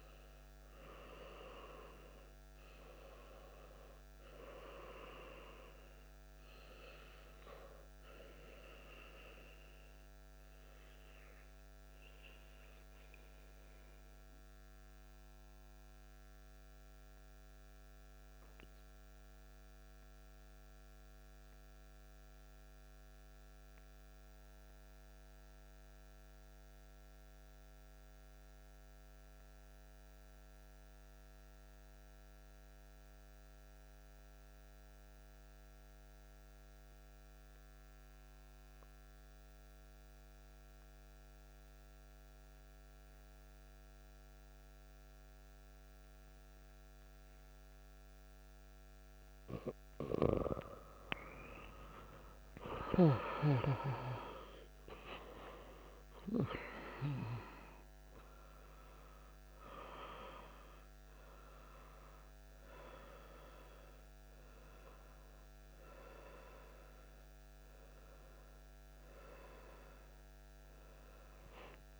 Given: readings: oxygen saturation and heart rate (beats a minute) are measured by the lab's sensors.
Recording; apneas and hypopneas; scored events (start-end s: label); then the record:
breathing in sleep by a microphone on the trachea; 1
0.00-20.50 s: oxygen desaturation (device-marked, oxygen 93% lowest)
9.50-48.00 s: mixed apnea (oxygen 97% before, 89% lowest)
39.50-72.00 s: oxygen desaturation (device-marked, oxygen 96% before, 89% lowest)
49.50-53.50 s: arousal
From the record:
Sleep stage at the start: N2 (light sleep); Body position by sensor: on the back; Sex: male